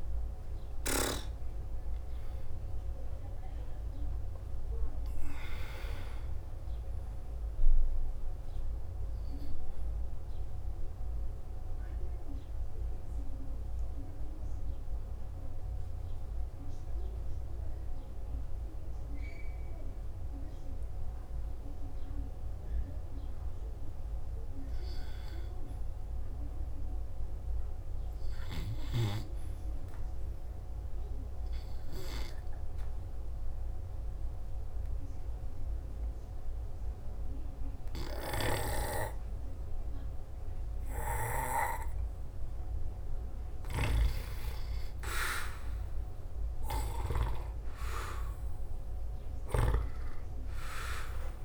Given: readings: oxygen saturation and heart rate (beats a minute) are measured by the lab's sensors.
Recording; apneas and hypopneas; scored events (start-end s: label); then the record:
breathing in sleep by a room microphone; 2
0.00-28.50 s: oxygen desaturation (device-marked, oxygen 84% lowest, heart rate 55 extreme)
10.50-20.50 s: obstructive apnea (oxygen 98% before, 84% lowest, heart rate 60 before, 55 extreme, up 1 after)
24.50-29.00 s: arousal
34.50-44.50 s: obstructive apnea (oxygen 98% before, 86% lowest, heart rate 58 before, 57 extreme, up 6 after)
38.50-51.45 s: oxygen desaturation (device-marked, oxygen 98% before, 86% lowest, heart rate 58 before, 53 extreme)
46.50-49.50 s: arousal
From the record:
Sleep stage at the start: N2 (light sleep); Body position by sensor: on the back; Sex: male